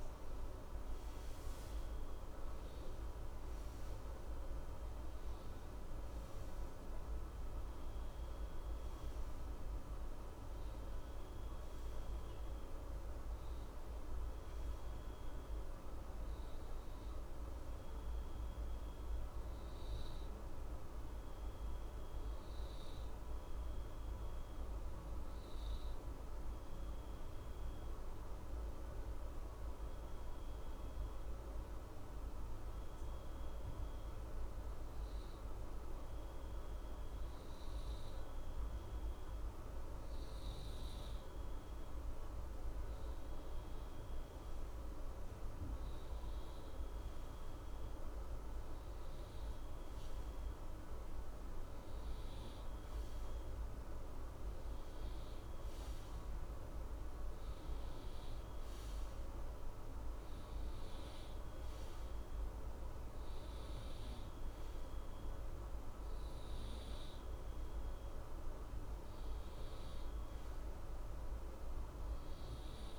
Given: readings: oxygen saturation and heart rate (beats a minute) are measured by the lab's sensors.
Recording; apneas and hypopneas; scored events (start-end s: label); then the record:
breathing in sleep, hard to hear, by a room microphone; 1
1.50-6.00 s: arousal
17.50-41.00 s: hypopnea (oxygen 92% before, 90% lowest, heart rate 65 before, 62 extreme, up 1 after)
31.50-72.99 s: new sleep stage, N2 (light sleep)
43.50-48.50 s: arousal
46.50-67.50 s: oxygen desaturation (device-marked, oxygen 94% before, 90% lowest, heart rate 63 before, 62 extreme)
From the record:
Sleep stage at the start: N1 (lightest sleep); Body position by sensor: on the right side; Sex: male